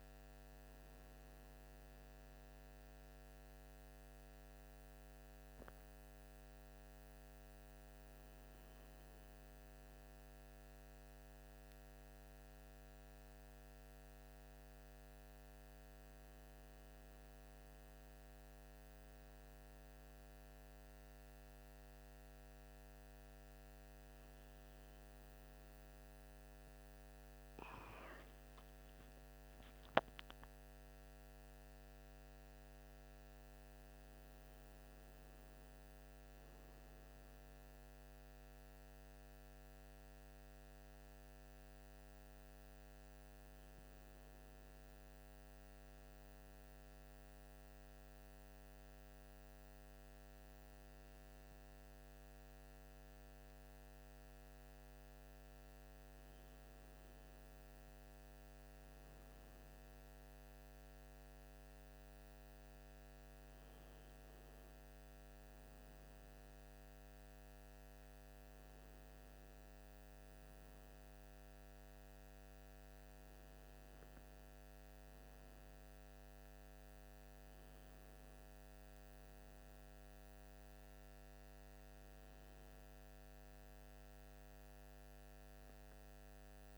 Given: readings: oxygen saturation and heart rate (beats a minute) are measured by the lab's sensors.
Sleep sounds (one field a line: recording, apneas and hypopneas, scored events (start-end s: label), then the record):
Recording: a person awake in a sleep study, hard to hear, by a microphone on the trachea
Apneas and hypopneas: none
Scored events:
none scored
From the record:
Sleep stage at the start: awake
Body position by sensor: on the right side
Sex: male